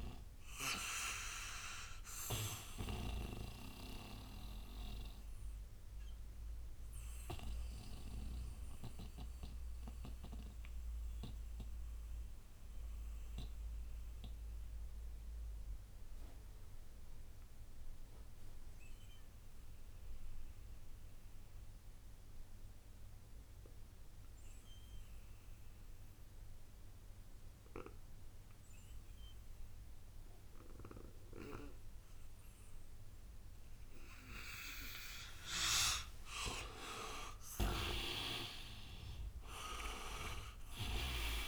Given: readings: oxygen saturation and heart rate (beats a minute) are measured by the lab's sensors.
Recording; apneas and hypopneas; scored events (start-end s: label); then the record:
breathing in sleep by a room microphone; 1
3.50-35.00 s: mixed apnea (oxygen 99% before, 82% lowest, heart rate 62 before, 59 extreme, up 17 after)
4.50-22.50 s: oxygen desaturation (device-marked, oxygen 98% before, 89% lowest, heart rate 62 before, 59 extreme)
32.50-41.48 s: oxygen desaturation (device-marked, oxygen 97% before, 82% lowest, heart rate 60 before, 55 extreme)
36.00-41.48 s: arousal
From the record:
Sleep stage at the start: N2 (light sleep); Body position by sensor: on the right side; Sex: male